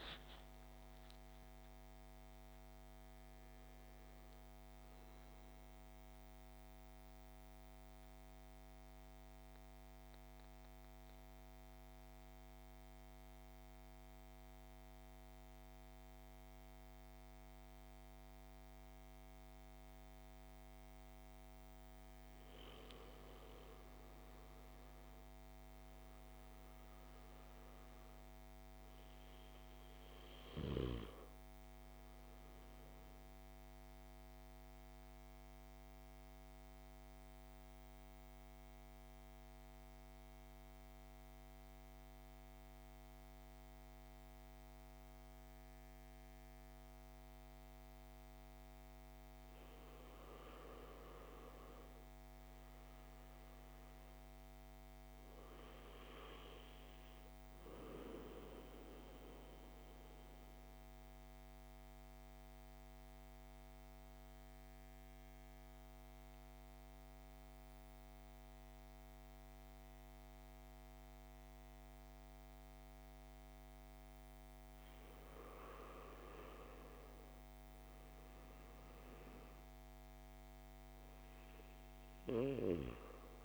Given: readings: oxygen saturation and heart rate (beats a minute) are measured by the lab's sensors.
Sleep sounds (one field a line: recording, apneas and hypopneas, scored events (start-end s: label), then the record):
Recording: breathing in sleep by a microphone on the trachea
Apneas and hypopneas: 3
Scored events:
0.00-5.00 s: oxygen desaturation (device-marked, oxygen 92% lowest)
5.50-21.00 s: central apnea (oxygen 98% before, 90% lowest)
22.50-27.00 s: arousal
27.00-45.00 s: oxygen desaturation (device-marked, oxygen 98% before, 90% lowest)
33.00-48.00 s: mixed apnea (oxygen 98% before, 90% lowest)
50.50-53.50 s: arousal
58.00-72.00 s: oxygen desaturation (device-marked, oxygen 98% before, 92% lowest)
58.50-74.00 s: obstructive apnea (oxygen 98% before, 91% lowest)
77.00-80.50 s: arousal
81.00-83.45 s: oxygen desaturation (device-marked, oxygen 98% before, 91% lowest)
From the record:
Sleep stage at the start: N2 (light sleep)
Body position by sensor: on the back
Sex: male